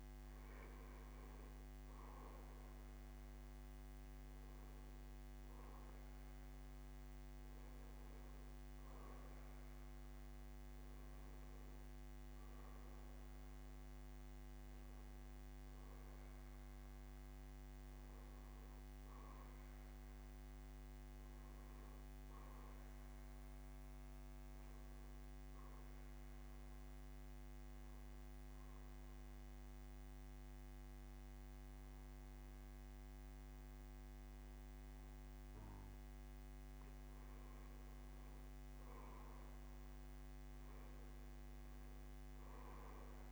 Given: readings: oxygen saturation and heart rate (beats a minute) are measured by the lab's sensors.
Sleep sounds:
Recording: breathing in sleep, hard to hear, by a microphone on the trachea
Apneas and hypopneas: 1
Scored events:
15.00-18.50 s: arousal
25.50-36.50 s: obstructive apnea (oxygen 92% before, 89% lowest, heart rate 75 before, 56 extreme, up 4 after)
35.00-38.00 s: bradycardia (device-marked, heart rate 68 before, 62 extreme)
40.50-43.32 s: arousal
From the record:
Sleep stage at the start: N2 (light sleep)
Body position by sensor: on the back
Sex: male

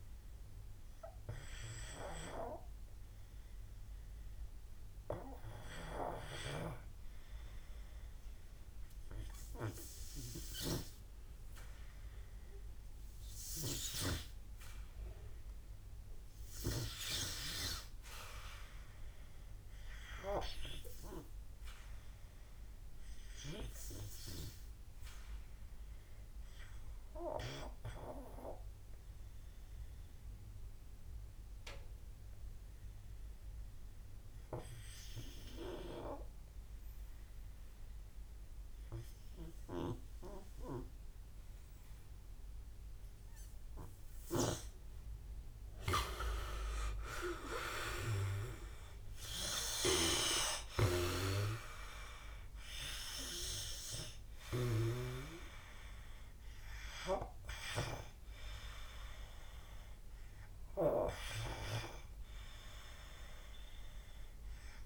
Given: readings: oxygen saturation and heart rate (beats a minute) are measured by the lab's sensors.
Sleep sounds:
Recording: breathing in sleep by a room microphone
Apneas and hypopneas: none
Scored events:
9.00-37.00 s: oxygen desaturation (device-marked, oxygen 99% before, 87% lowest, heart rate 55 before, 54 extreme)
10.00-13.50 s: snoring (device-marked)
44.50-48.50 s: arousal
46.00-59.00 s: drop in pulse transit time (device-marked, heart rate 58 before, 57 extreme)
46.00-62.00 s: oxygen desaturation (device-marked, oxygen 94% before, 86% lowest, heart rate 58 before, 52 extreme)
From the record:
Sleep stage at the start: N2 (light sleep)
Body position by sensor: on the back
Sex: male

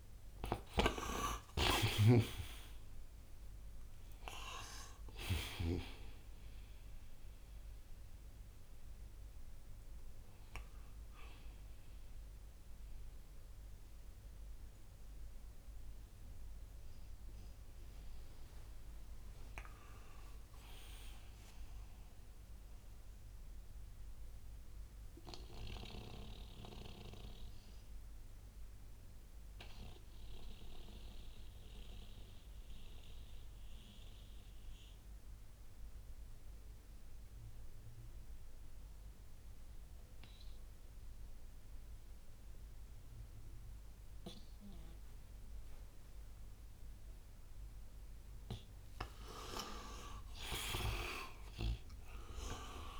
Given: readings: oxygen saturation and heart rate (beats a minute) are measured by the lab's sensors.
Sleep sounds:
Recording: breathing in sleep by a room microphone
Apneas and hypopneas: 1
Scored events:
0.00-5.50 s: snoring (device-marked)
0.00-26.00 s: oxygen desaturation (device-marked, oxygen 78% lowest, heart rate 56 extreme)
21.50-25.00 s: arousal
26.00-48.50 s: mixed apnea (oxygen 95% before, 83% lowest, heart rate 64 before, 56 extreme, up 6 after)
50.00-53.00 s: arousal
52.00-53.00 s: oxygen desaturation (device-marked, oxygen 96% before, 83% lowest, heart rate 63 before, 59 extreme)
From the record:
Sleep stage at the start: N2 (light sleep)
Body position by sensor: on the right side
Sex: male

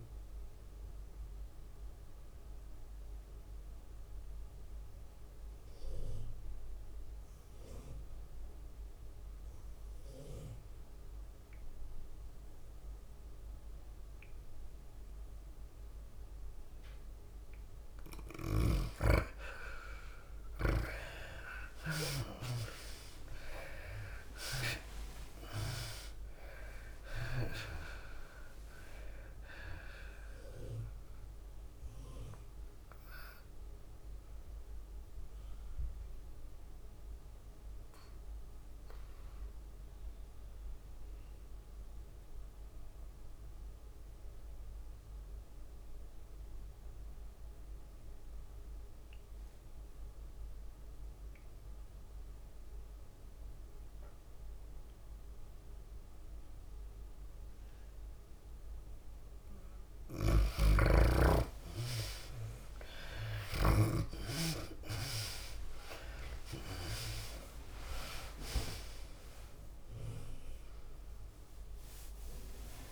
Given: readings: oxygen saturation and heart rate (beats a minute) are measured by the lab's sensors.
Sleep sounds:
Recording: breathing in sleep by a room microphone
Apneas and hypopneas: 2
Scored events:
0.00-4.00 s: tachycardia (device-marked, heart rate 105 extreme)
0.00-10.00 s: oxygen desaturation (device-marked, oxygen 86% lowest, heart rate 93 extreme)
0.50-19.50 s: mixed apnea (oxygen 99% before, 79% lowest, heart rate 100 before, 93 extreme, up 10 after)
19.00-44.00 s: oxygen desaturation (device-marked, oxygen 98% before, 84% lowest, heart rate 98 before, 92 extreme)
21.50-24.50 s: arousal
22.00-44.00 s: tachycardia (device-marked, heart rate 103 before, 106 extreme)
24.00-37.00 s: drop in pulse transit time (device-marked, heart rate 97 before, 100 extreme)
34.00-60.50 s: mixed apnea (oxygen 98% before, 79% lowest, heart rate 100 before, 92 extreme, up 11 after)
52.00-72.92 s: oxygen desaturation (device-marked, oxygen 98% before, 79% lowest, heart rate 103 before, 92 extreme)
62.50-66.00 s: arousal
64.00-72.92 s: tachycardia (device-marked, heart rate 103 before, 106 extreme)
67.00-72.92 s: drop in pulse transit time (device-marked, heart rate 97 before, 101 extreme)
From the record:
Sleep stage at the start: N2 (light sleep)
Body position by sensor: on the back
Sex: female

